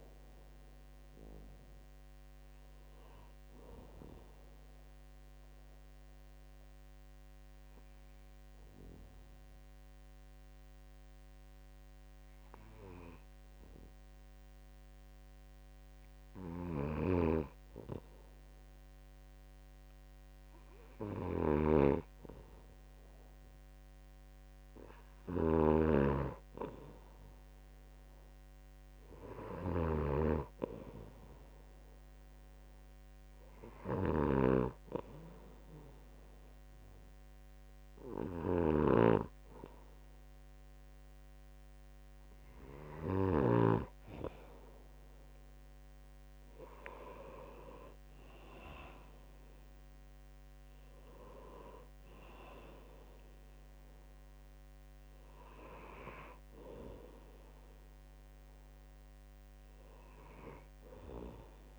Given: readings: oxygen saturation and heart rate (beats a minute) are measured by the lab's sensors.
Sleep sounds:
breathing in sleep by a microphone on the trachea; 2
5.50-16.50 s: obstructive apnea (oxygen 96% before, 95% lowest, heart rate 64 before, 63 extreme, up 3 after)
17.00-44.50 s: snoring (device-marked)
22.00-25.50 s: arousal
34.00-46.00 s: hypopnea (oxygen 98% before, 95% lowest, heart rate 64 before, 64 extreme, up 4 after)
48.00-53.00 s: arousal
From the record:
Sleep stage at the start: N2 (light sleep); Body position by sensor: on the right side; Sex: male

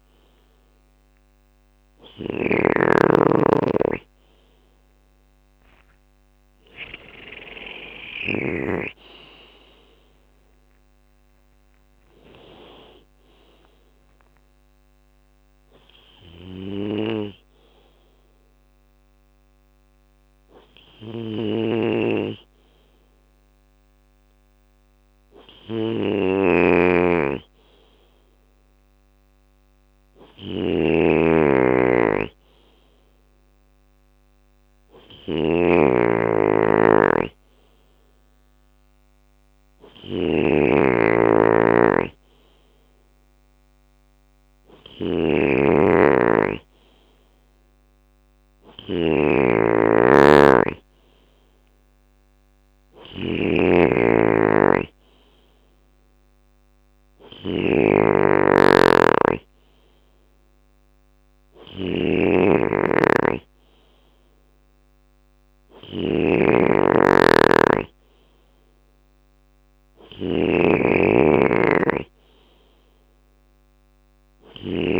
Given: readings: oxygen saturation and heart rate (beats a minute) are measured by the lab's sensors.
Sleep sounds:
breathing in sleep by a microphone on the trachea; none
0.00-7.50 s: snoring (device-marked)
9.00-22.00 s: drop in pulse transit time (device-marked, heart rate 64 before, 61 extreme)
20.00-75.00 s: snoring (device-marked)
From the record:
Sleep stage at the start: N2 (light sleep); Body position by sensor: on the left side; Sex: male

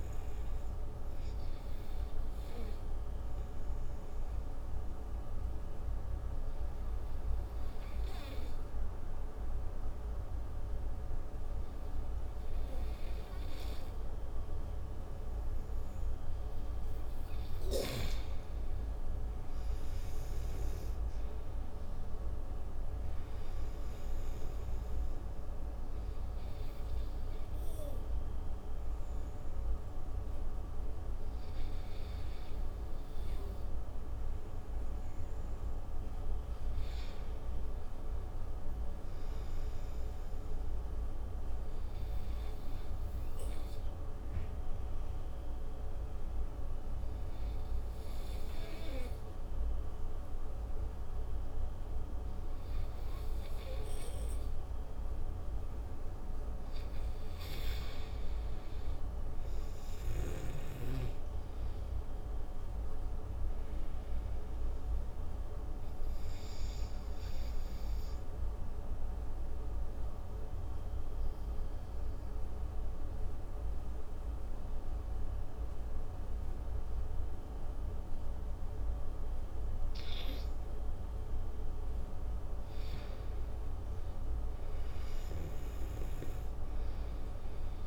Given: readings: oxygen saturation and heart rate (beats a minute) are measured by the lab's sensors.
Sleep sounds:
breathing in sleep, hard to hear, by a room microphone; 4
0.00-14.00 s: oxygen desaturation (device-marked, oxygen 88% lowest, heart rate 57 extreme)
0.50-17.50 s: obstructive apnea (oxygen 96% before, 87% lowest, heart rate 54 before, 57 extreme, up 29 after)
19.50-22.00 s: arousal
22.00-42.00 s: oxygen desaturation (device-marked, oxygen 97% before, 87% lowest, heart rate 67 before, 49 extreme)
25.00-36.00 s: obstructive apnea (oxygen 97% before, 87% lowest, heart rate 70 before, 49 extreme, up 12 after)
37.00-40.00 s: arousal
42.00-56.00 s: obstructive apnea (oxygen 97% before, 89% lowest, heart rate 72 before, 52 extreme, up 29 after)
58.50-61.50 s: arousal
59.00-79.00 s: oxygen desaturation (device-marked, oxygen 96% before, 89% lowest, heart rate 64 before, 59 extreme)
66.50-81.00 s: obstructive apnea (oxygen 96% before, 89% lowest, heart rate 68 before, 59 extreme, up 22 after)
83.00-86.00 s: arousal
From the record:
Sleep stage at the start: N2 (light sleep); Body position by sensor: on the right side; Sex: male

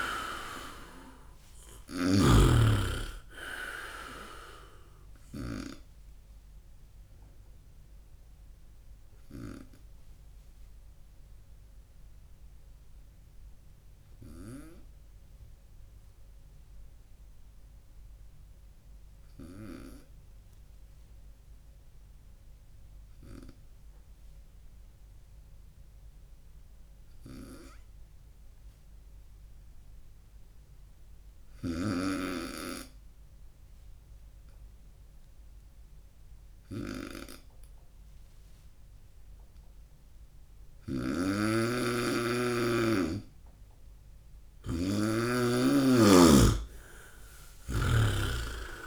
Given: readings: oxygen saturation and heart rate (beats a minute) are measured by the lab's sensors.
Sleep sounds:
breathing in sleep by a room microphone; 1
0.00-5.50 s: snoring (device-marked)
8.50-42.50 s: obstructive apnea (oxygen 99% before, 92% lowest, heart rate 69 before, 62 extreme, up 13 after)
40.50-48.87 s: snoring (device-marked)
45.50-48.87 s: arousal
From the record:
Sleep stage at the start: N2 (light sleep); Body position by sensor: on the right side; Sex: male

